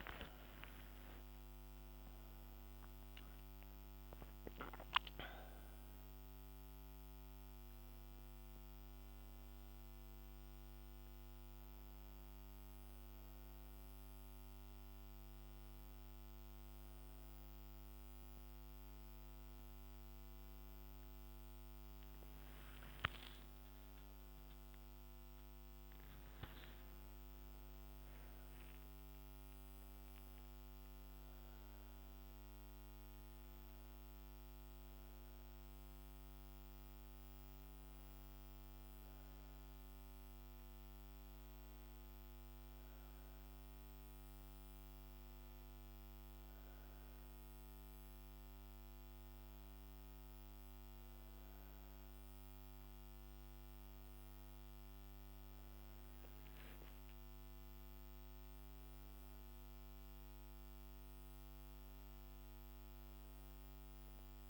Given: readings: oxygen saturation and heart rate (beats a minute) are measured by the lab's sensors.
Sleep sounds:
a person awake in a sleep study, hard to hear, by a microphone on the trachea; none
45.50-64.49 s: new sleep stage, N1 (lightest sleep)
From the record:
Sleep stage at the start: awake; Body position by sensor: on the back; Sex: female

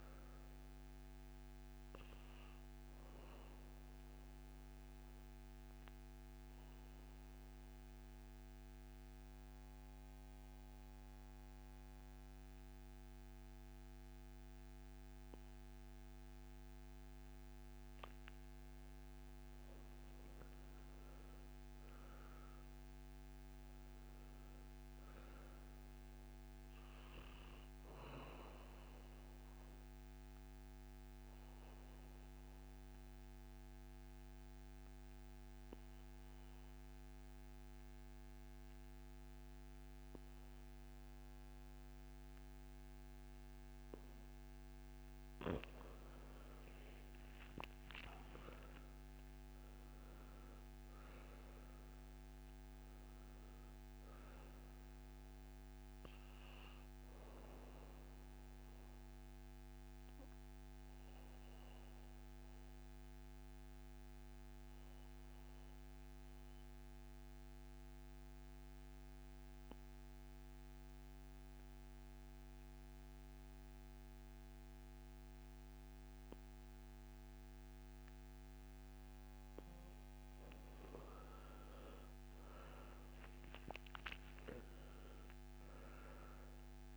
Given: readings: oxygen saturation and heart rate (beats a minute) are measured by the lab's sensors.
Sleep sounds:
breathing in sleep, hard to hear, by a microphone on the trachea; 3
0.00-11.00 s: oxygen desaturation (device-marked, oxygen 86% lowest, heart rate 62 extreme)
3.50-18.50 s: obstructive apnea (oxygen 99% before, 86% lowest, heart rate 69 before, 62 extreme, up 8 after)
20.00-23.50 s: arousal
25.00-39.00 s: oxygen desaturation (device-marked, oxygen 98% before, 91% lowest, heart rate 65 before, 64 extreme)
29.00-45.00 s: obstructive apnea (oxygen 99% before, 83% lowest, heart rate 66 before, 64 extreme, up 10 after)
46.00-65.00 s: oxygen desaturation (device-marked, oxygen 97% before, 88% lowest, heart rate 67 before, 64 extreme)
46.50-50.50 s: arousal
58.00-79.00 s: obstructive apnea (oxygen 97% before, 83% lowest, heart rate 69 before, 63 extreme, up 11 after)
78.00-86.97 s: oxygen desaturation (device-marked, oxygen 99% before, 83% lowest, heart rate 65 before, 63 extreme)
82.00-86.00 s: arousal
From the record:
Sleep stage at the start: N2 (light sleep); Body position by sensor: on the back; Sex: male

